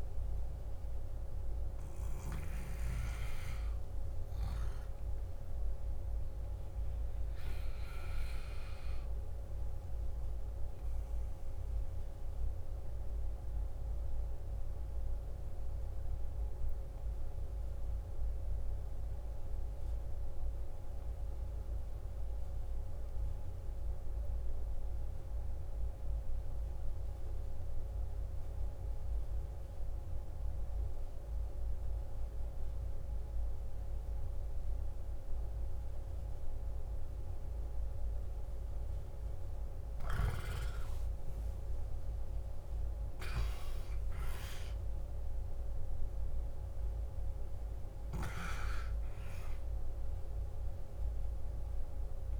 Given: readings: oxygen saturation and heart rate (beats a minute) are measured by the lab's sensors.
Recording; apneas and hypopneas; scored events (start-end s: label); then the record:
breathing in sleep, hard to hear, by a room microphone; 1
0.00-17.50 s: oxygen desaturation (device-marked, oxygen 89% lowest, heart rate 51 extreme)
6.00-10.00 s: arousal
12.50-38.50 s: obstructive apnea (oxygen 93% before, 90% lowest, heart rate 66 before, 51 extreme, up 13 after)
37.50-52.40 s: oxygen desaturation (device-marked, oxygen 97% before, 91% lowest, heart rate 52 before, 51 extreme)
39.50-43.50 s: arousal
From the record:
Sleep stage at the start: N2 (light sleep); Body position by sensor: on the left side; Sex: male